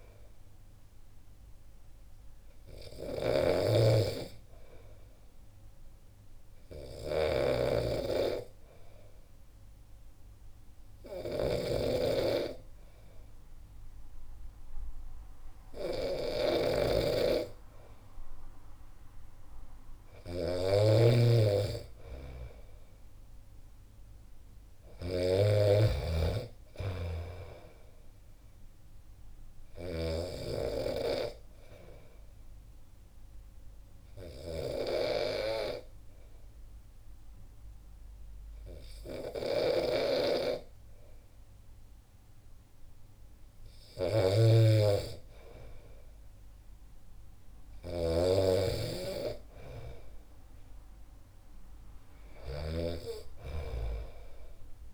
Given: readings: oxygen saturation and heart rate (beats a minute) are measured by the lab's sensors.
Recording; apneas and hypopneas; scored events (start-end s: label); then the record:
breathing in sleep by a room microphone; 2
0.00-2.50 s: arousal
3.00-30.50 s: snoring (device-marked)
7.50-19.50 s: hypopnea (oxygen 96% before, 93% lowest, heart rate 64 before, 63 extreme, up 2 after)
22.50-26.00 s: arousal
32.50-44.00 s: obstructive apnea (oxygen 95% before, 93% lowest, heart rate 65 before, 63 extreme, up 2 after)
44.00-54.94 s: snoring (device-marked)
46.00-50.00 s: arousal
52.00-54.94 s: oxygen desaturation (device-marked, oxygen 97% before, 93% lowest, heart rate 65 before, 63 extreme)
From the record:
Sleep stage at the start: N2 (light sleep); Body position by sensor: on the back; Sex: male